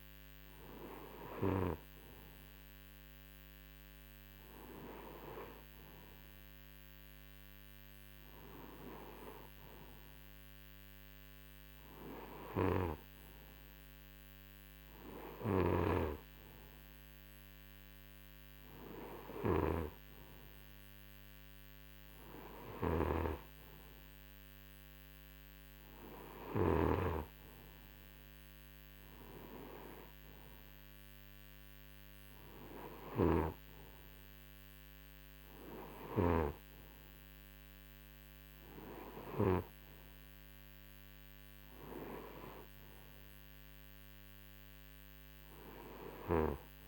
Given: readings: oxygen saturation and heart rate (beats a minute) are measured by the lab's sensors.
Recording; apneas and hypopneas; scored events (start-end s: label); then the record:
breathing in sleep by a microphone on the trachea; none
15.50-26.50 s: snoring (device-marked)
From the record:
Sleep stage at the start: N2 (light sleep); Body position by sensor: on the right side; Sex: male